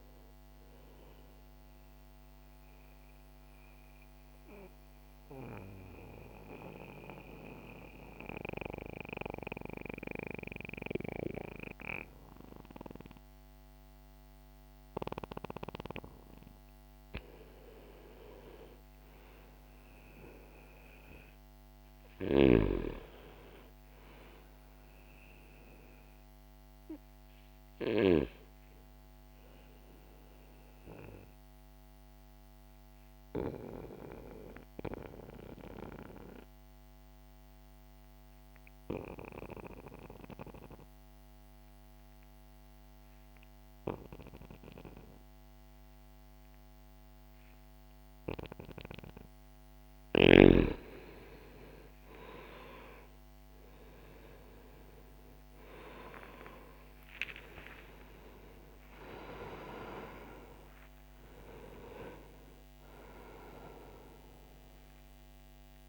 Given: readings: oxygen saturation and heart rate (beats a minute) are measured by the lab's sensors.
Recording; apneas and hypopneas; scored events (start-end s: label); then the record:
breathing in sleep by a microphone on the trachea; 2
1.50-16.00 s: mixed apnea (oxygen 95% before, 89% lowest, heart rate 63 before, 60 extreme, up 1 after)
18.50-23.50 s: arousal
29.00-48.00 s: obstructive apnea (oxygen 97% before, 90% lowest, heart rate 64 before, 57 extreme, up 21 after)
31.50-45.50 s: oxygen desaturation (device-marked, oxygen 96% before, 90% lowest, heart rate 64 before, 57 extreme)
55.00-60.00 s: arousal
From the record:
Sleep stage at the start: N2 (light sleep); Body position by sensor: on the back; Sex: male